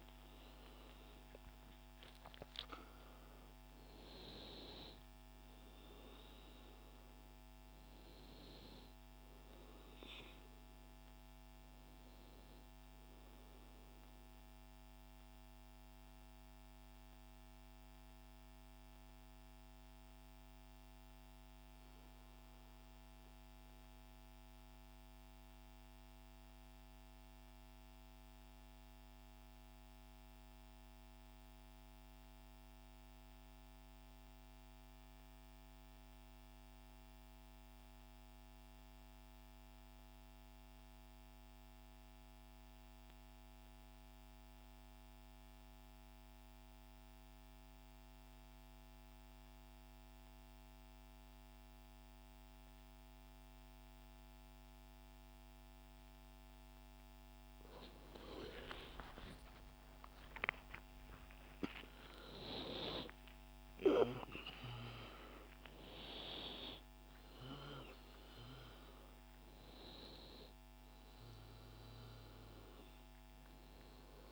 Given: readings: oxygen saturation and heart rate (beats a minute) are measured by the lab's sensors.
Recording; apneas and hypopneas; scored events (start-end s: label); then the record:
breathing in sleep by a microphone on the trachea; 1
0.00-18.00 s: oxygen desaturation (device-marked, oxygen 87% lowest, heart rate 56 extreme)
15.00-57.00 s: mixed apnea (oxygen 93% before, 87% lowest, heart rate 78 before, 62 extreme, up 35 after)
42.00-74.32 s: oxygen desaturation (device-marked, oxygen 99% before, 88% lowest, heart rate 63 before, 58 extreme)
58.00-63.50 s: arousal
From the record:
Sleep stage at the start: N2 (light sleep); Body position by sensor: on the right side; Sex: male